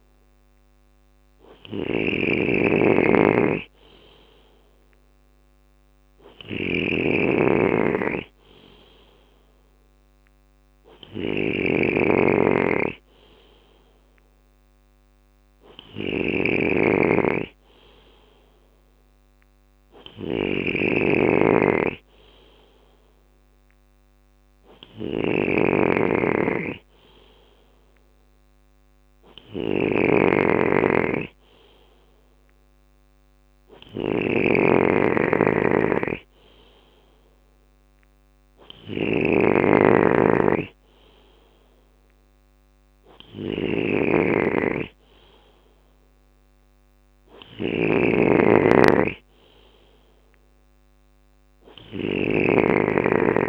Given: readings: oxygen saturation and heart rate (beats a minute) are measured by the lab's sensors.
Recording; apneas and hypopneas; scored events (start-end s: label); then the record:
breathing in sleep by a microphone on the trachea; none
0.00-53.49 s: snoring (device-marked)
From the record:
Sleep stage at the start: N2 (light sleep); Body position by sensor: on the left side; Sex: male